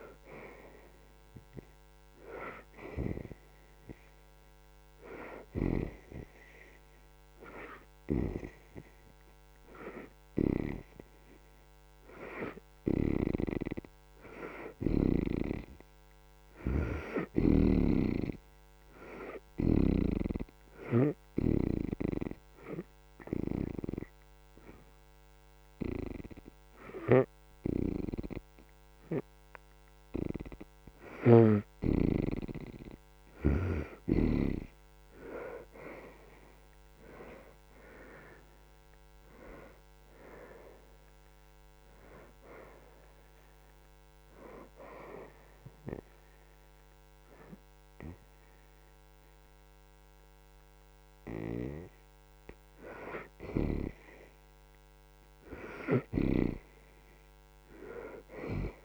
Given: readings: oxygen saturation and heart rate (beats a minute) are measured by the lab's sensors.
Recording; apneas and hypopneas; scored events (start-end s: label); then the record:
breathing in sleep by a microphone on the trachea; 3
0.00-14.00 s: oxygen desaturation (device-marked, oxygen 63% lowest, heart rate 59 extreme)
2.50-12.50 s: hypopnea (oxygen 78% before, 61% lowest, heart rate 83 before, 59 extreme, up 1 after)
15.00-18.00 s: arousal
21.00-32.00 s: hypopnea (oxygen 79% before, 61% lowest, heart rate 72 before, 55 extreme)
29.00-48.00 s: oxygen desaturation (device-marked, oxygen 78% before, 64% lowest, heart rate 71 before, 55 extreme)
35.00-39.00 s: arousal
44.50-54.50 s: obstructive apnea (oxygen 79% before, 61% lowest, heart rate 67 before, 55 extreme, up 27 after)
56.00-58.85 s: arousal
57.00-58.85 s: oxygen desaturation (device-marked, oxygen 72% before, 61% lowest, heart rate 67 before, 74 extreme)
From the record:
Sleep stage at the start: N2 (light sleep); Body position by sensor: on the back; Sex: female